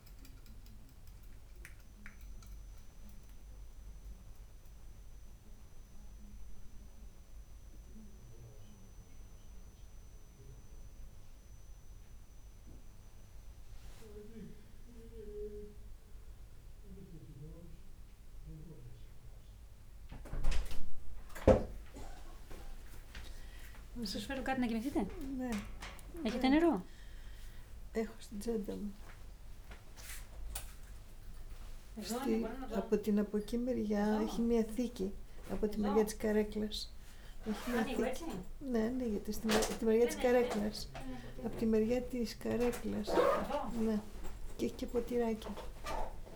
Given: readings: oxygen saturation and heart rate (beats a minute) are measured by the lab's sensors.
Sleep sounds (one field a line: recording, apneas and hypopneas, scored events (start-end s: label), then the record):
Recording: a person awake in a sleep study, by a room microphone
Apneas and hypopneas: none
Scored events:
none scored
From the record:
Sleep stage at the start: awake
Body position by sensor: on the back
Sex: female